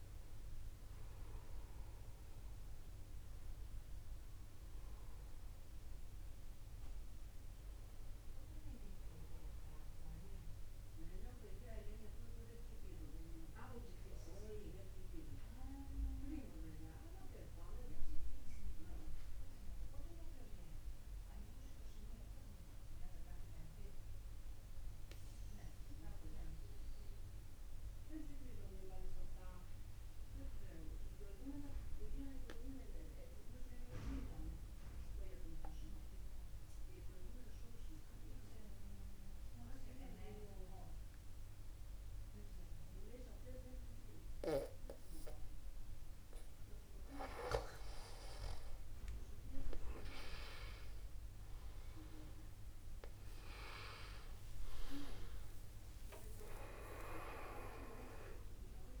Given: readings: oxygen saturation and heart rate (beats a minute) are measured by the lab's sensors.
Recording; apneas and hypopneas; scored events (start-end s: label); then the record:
breathing in sleep by a room microphone; 1
0.00-1.50 s: long interval between heartbeats (device-marked, heart rate 59 extreme)
15.00-46.50 s: mixed apnea (oxygen 97% before, 93% lowest, heart rate 53 before, 48 extreme, up 5 after)
45.50-59.00 s: new sleep stage, N1 (lightest sleep)
54.50-56.50 s: long interval between heartbeats (device-marked, heart rate 50 before, 59 extreme)
54.50-59.00 s: arousal
From the record:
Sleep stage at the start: N2 (light sleep); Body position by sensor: upright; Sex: male